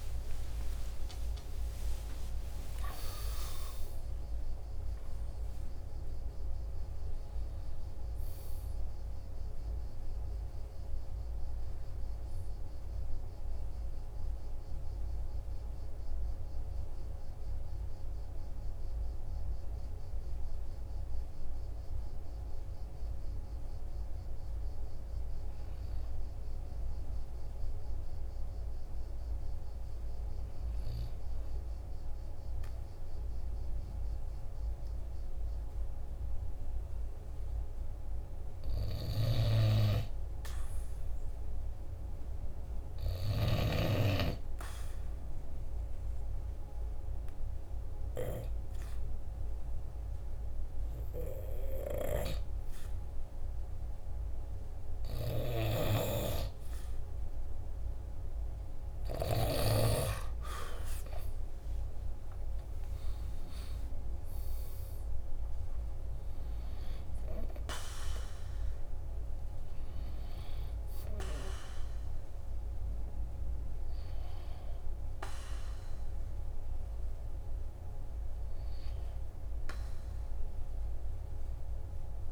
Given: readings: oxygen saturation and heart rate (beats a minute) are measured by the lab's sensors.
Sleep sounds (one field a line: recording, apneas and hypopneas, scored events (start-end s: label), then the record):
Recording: breathing in sleep by a room microphone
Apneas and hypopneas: 2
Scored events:
0.00-2.50 s: arousal
0.00-13.50 s: oxygen desaturation (device-marked, oxygen 94% lowest, heart rate 46 extreme)
14.00-26.50 s: hypopnea (oxygen 98% before, 93% lowest, heart rate 52 before, 46 extreme, up 1 after)
29.50-82.32 s: new sleep stage, N2 (light sleep)
45.00-58.50 s: hypopnea (oxygen 98% before, 94% lowest, heart rate 47 before, 46 extreme, up 6 after)
59.50-63.50 s: arousal
From the record:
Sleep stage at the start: N1 (lightest sleep)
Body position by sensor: on the right side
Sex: male